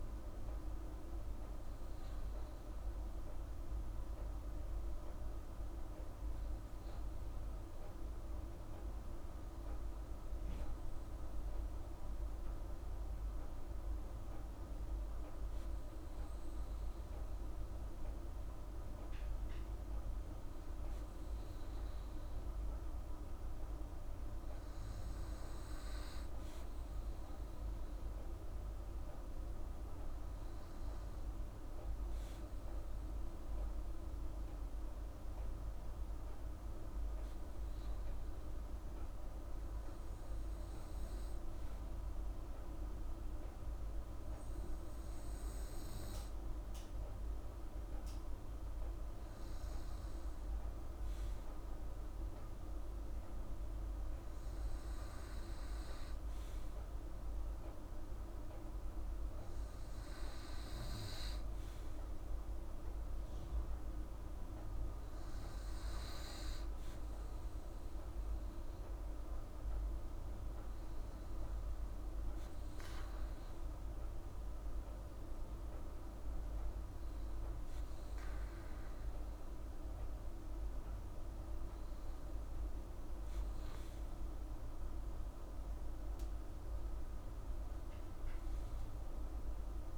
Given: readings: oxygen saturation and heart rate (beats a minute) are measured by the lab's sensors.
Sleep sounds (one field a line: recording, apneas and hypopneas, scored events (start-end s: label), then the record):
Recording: breathing in sleep, hard to hear, by a room microphone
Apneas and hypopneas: none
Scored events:
none scored
From the record:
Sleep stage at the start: N2 (light sleep)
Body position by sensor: on the right side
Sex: female